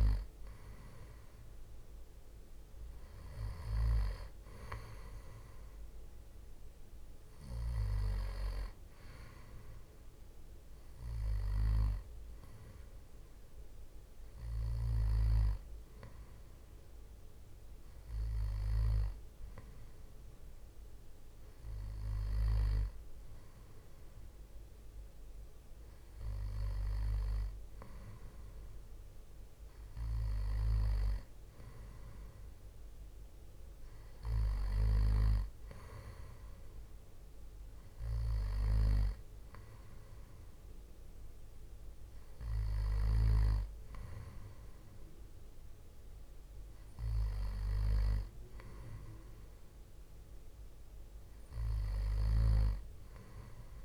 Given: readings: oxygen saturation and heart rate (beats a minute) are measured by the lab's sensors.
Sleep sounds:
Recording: breathing in sleep by a room microphone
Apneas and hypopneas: none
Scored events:
none scored
From the record:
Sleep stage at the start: N2 (light sleep)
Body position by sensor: on the back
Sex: male

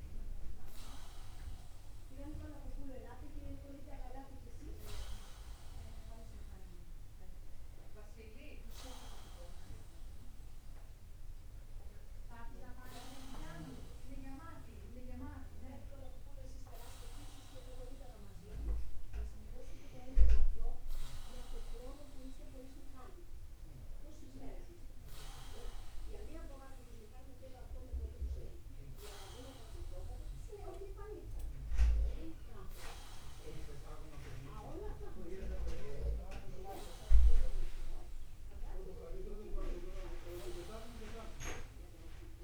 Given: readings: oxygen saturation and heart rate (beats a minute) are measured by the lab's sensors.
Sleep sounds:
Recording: breathing in sleep by a room microphone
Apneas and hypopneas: none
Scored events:
4.50-6.50 s: long interval between heartbeats (device-marked)
9.00-11.00 s: long interval between heartbeats (device-marked)
12.50-14.50 s: long interval between heartbeats (device-marked)
16.00-18.00 s: long interval between heartbeats (device-marked)
30.00-32.00 s: long interval between heartbeats (device-marked)
36.00-38.00 s: long interval between heartbeats (device-marked)
39.50-41.50 s: long interval between heartbeats (device-marked)
From the record:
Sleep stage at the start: N2 (light sleep)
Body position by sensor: upright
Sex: male

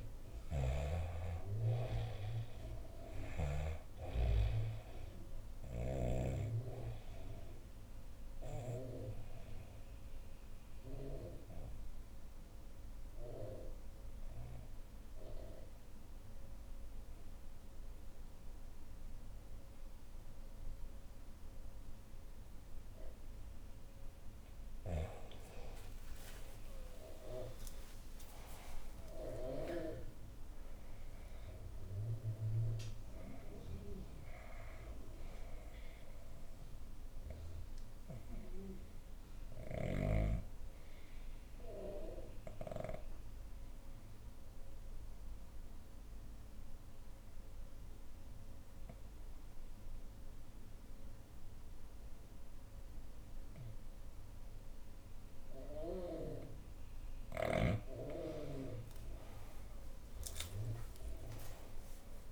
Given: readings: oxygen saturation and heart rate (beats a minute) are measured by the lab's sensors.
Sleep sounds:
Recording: breathing in sleep by a room microphone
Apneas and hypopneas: 2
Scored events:
0.00-3.00 s: snoring (device-marked)
2.00-11.00 s: oxygen desaturation (device-marked, oxygen 99% before, 94% lowest, heart rate 64 before, 59 extreme)
3.50-22.50 s: obstructive apnea (oxygen 99% before, 89% lowest, heart rate 64 before, 59 extreme, up 14 after)
12.00-17.00 s: bradycardia (device-marked, heart rate 67 before, 59 extreme)
13.00-62.31 s: new sleep stage, N2 (light sleep)
24.00-46.00 s: oxygen desaturation (device-marked, oxygen 97% before, 90% lowest, heart rate 63 before, 59 extreme)
25.50-30.50 s: arousal
33.50-55.50 s: obstructive apnea (oxygen 97% before, 89% lowest, heart rate 64 before, 55 extreme, up 14 after)
39.00-43.00 s: bradycardia (device-marked, heart rate 68 before, 59 extreme)
56.00-62.31 s: oxygen desaturation (device-marked, oxygen 98% before, 89% lowest, heart rate 63 before, 55 extreme)
58.50-62.31 s: arousal
From the record:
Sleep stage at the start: N1 (lightest sleep)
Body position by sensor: on the left side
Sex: female

